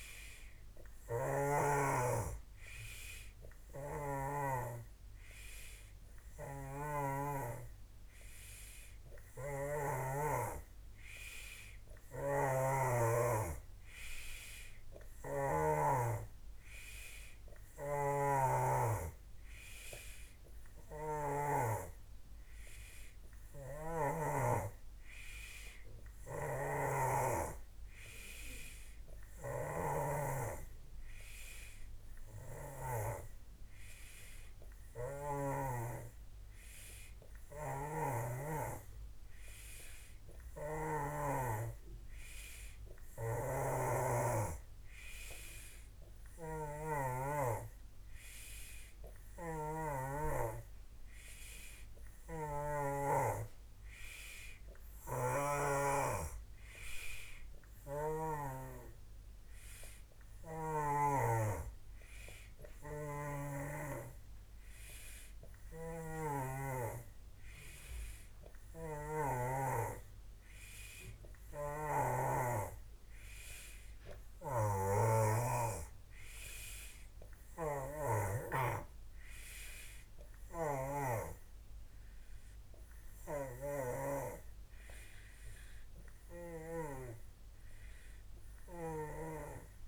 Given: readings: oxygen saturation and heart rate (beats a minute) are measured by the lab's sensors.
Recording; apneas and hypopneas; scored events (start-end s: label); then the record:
breathing in sleep by a room microphone; none
0.00-1.50 s: snoring (device-marked)
6.00-15.50 s: snoring (device-marked)
17.50-21.50 s: snoring (device-marked)
26.00-33.00 s: snoring (device-marked)
37.50-41.00 s: snoring (device-marked)
43.00-47.00 s: snoring (device-marked)
49.00-55.50 s: snoring (device-marked)
60.00-63.50 s: snoring (device-marked)
65.50-69.50 s: snoring (device-marked)
71.50-75.50 s: snoring (device-marked)
77.50-87.00 s: snoring (device-marked)
From the record:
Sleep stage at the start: N3 (deep sleep); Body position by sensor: on the back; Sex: male